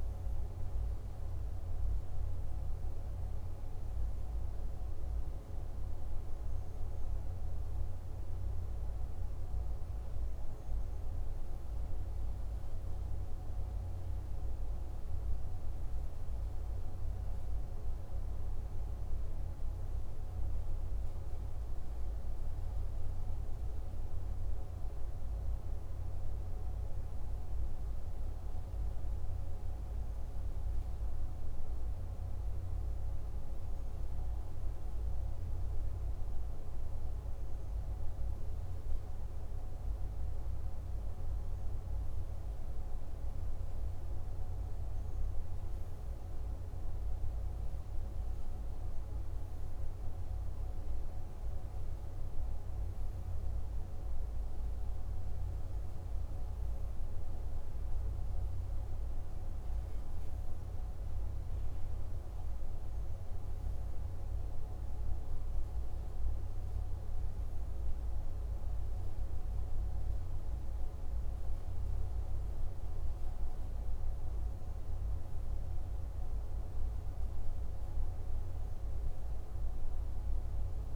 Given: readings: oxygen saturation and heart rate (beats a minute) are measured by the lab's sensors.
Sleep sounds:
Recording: breathing in sleep, hard to hear, by a room microphone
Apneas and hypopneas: none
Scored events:
none scored
From the record:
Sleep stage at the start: N2 (light sleep)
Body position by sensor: on the left side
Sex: male

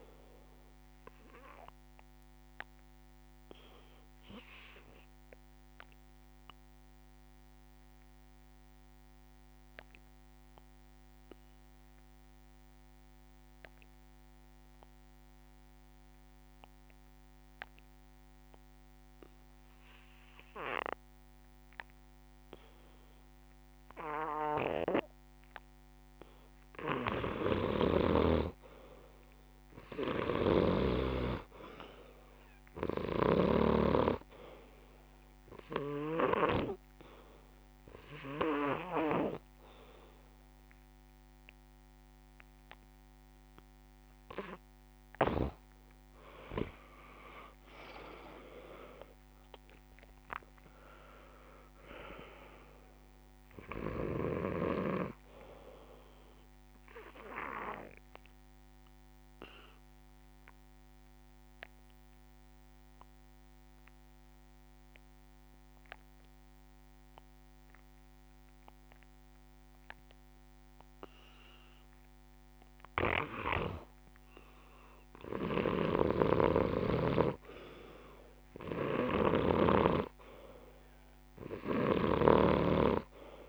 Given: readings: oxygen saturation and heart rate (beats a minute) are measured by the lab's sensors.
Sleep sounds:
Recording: breathing in sleep by a microphone on the trachea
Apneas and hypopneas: 3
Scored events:
0.00-15.00 s: oxygen desaturation (device-marked, oxygen 87% lowest)
3.00-24.00 s: obstructive apnea (oxygen 99% before, 87% lowest)
26.00-29.00 s: arousal
29.00-52.00 s: oxygen desaturation (device-marked, oxygen 98% before, 87% lowest)
30.00-33.50 s: snoring (device-marked)
35.50-46.00 s: hypopnea (oxygen 99% before, 87% lowest)
48.50-52.00 s: arousal
57.50-74.50 s: obstructive apnea (oxygen 96% before, 88% lowest)
75.50-80.00 s: snoring (device-marked)
77.00-80.00 s: arousal
80.00-83.49 s: oxygen desaturation (device-marked, oxygen 98% before, 90% lowest)
82.00-83.49 s: snoring (device-marked)
From the record:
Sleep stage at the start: N2 (light sleep)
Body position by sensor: on the back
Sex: male

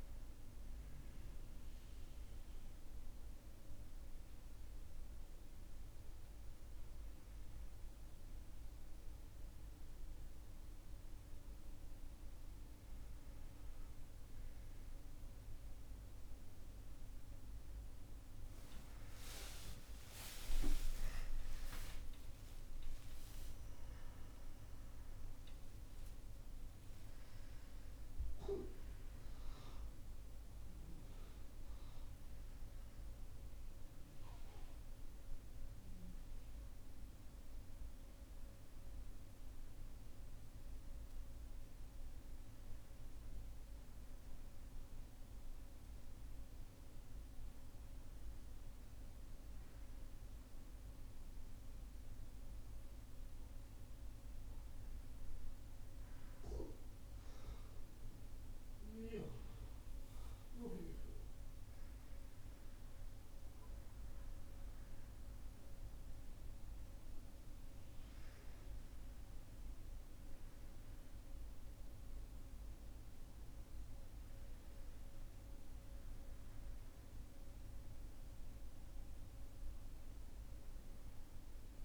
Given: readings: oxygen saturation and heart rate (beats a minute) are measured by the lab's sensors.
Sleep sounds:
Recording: breathing in sleep, hard to hear, by a room microphone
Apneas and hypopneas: none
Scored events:
18.50-23.50 s: arousal
From the record:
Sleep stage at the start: N1 (lightest sleep)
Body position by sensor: on the right side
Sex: male

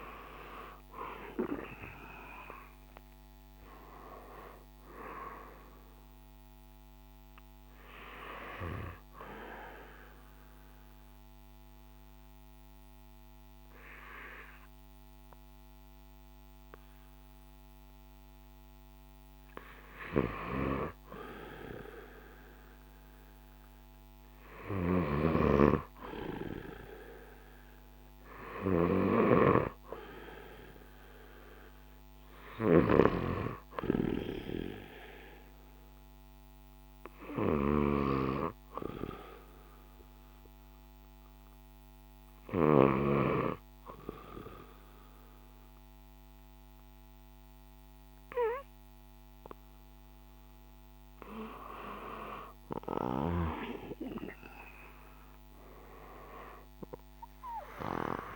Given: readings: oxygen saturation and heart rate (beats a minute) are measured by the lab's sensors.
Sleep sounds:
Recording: breathing in sleep by a microphone on the trachea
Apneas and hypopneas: 2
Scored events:
0.00-11.50 s: drop in pulse transit time (device-marked, heart rate 60 extreme)
4.50-20.50 s: oxygen desaturation (device-marked, oxygen 94% before, 90% lowest, heart rate 61 before, 56 extreme)
9.00-20.50 s: mixed apnea (oxygen 94% before, 90% lowest, heart rate 63 before, 56 extreme, up 4 after)
23.00-27.00 s: arousal
24.50-43.00 s: snoring (device-marked)
35.50-46.50 s: oxygen desaturation (device-marked, oxygen 96% before, 92% lowest, heart rate 59 before, 57 extreme)
39.00-49.50 s: obstructive apnea (oxygen 96% before, 92% lowest, heart rate 60 before, 57 extreme, up 8 after)
52.50-56.00 s: arousal
52.50-58.36 s: drop in pulse transit time (device-marked, heart rate 60 before, 62 extreme)
From the record:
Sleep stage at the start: N2 (light sleep)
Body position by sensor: on the back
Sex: male

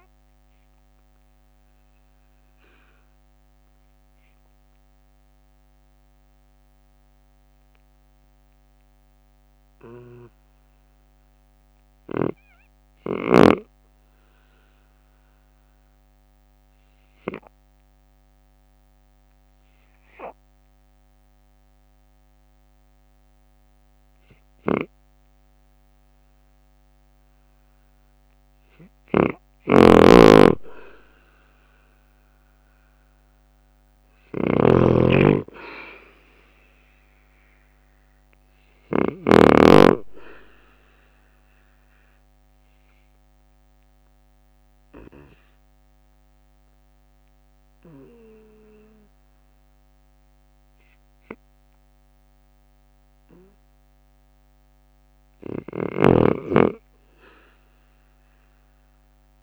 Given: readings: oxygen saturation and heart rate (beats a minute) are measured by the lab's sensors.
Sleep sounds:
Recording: breathing in sleep by a microphone on the trachea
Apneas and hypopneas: 2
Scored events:
0.00-8.00 s: drop in pulse transit time (device-marked, heart rate 49 extreme)
0.00-15.00 s: oxygen desaturation (device-marked, oxygen 92% lowest, heart rate 48 extreme)
13.50-28.00 s: obstructive apnea (oxygen 97% before, 89% lowest, heart rate 52 before, 48 extreme, up 5 after)
22.00-39.00 s: oxygen desaturation (device-marked, oxygen 96% before, 92% lowest, heart rate 51 before, 49 extreme)
29.00-39.00 s: snoring (device-marked)
30.50-34.00 s: arousal
35.00-49.00 s: drop in pulse transit time (device-marked, heart rate 51 before, 49 extreme)
41.50-54.50 s: obstructive apnea (oxygen 96% before, 89% lowest, heart rate 51 before, 48 extreme, up 5 after)
55.50-59.43 s: snoring (device-marked)
57.00-59.43 s: arousal
From the record:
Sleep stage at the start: N2 (light sleep)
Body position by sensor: on the right side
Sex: male

